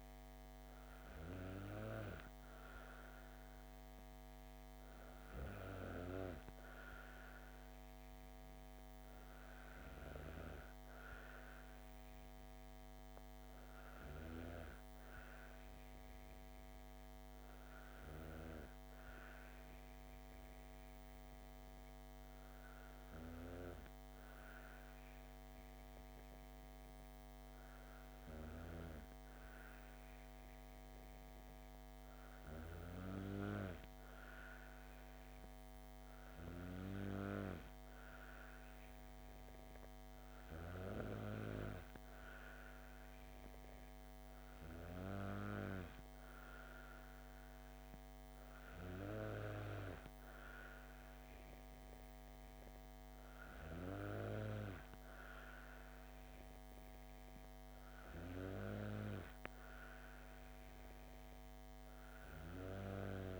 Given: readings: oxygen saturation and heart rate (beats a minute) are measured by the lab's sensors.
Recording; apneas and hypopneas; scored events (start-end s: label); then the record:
breathing in sleep by a microphone on the trachea; none
none scored
From the record:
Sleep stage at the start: N2 (light sleep); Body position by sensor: on the back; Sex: female